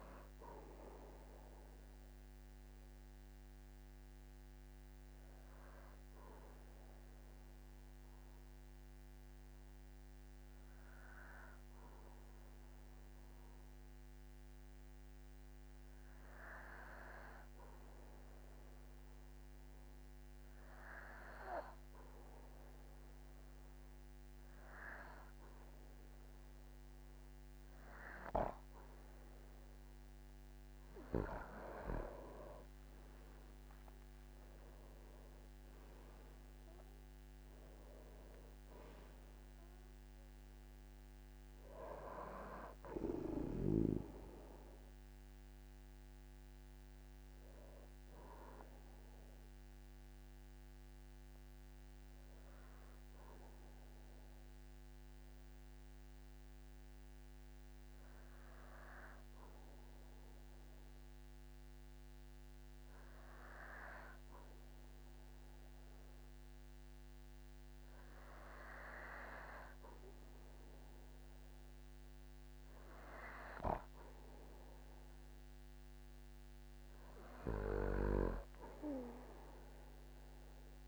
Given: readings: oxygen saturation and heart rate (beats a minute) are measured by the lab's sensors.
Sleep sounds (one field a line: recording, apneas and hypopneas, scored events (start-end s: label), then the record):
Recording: breathing in sleep by a microphone on the trachea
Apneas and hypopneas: 2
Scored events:
0.00-12.00 s: oxygen desaturation (device-marked, oxygen 92% lowest, heart rate 45 extreme)
1.50-31.00 s: obstructive apnea (oxygen 99% before, 92% lowest, heart rate 58 before, 44 extreme, up 15 after)
29.00-61.00 s: oxygen desaturation (device-marked, oxygen 99% before, 92% lowest, heart rate 48 before, 43 extreme)
35.50-40.00 s: arousal
50.50-76.00 s: obstructive apnea (oxygen 98% before, 92% lowest, heart rate 54 before, 43 extreme, up 13 after)
73.00-80.88 s: oxygen desaturation (device-marked, oxygen 99% before, 94% lowest, heart rate 45 before, 44 extreme)
From the record:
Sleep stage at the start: N2 (light sleep)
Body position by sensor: on the back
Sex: male